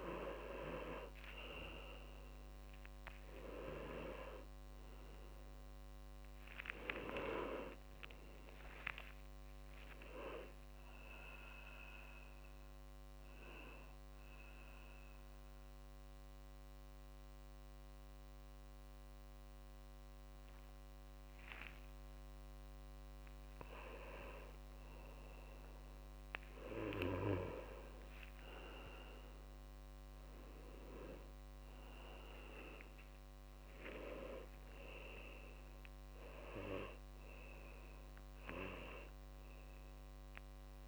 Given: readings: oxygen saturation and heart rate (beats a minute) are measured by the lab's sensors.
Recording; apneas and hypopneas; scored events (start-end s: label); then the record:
a person awake in a sleep study, by a microphone on the trachea; none
0.00-1.50 s: tachycardia (device-marked, heart rate 142 extreme)
From the record:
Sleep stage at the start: awake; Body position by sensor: on the back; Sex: male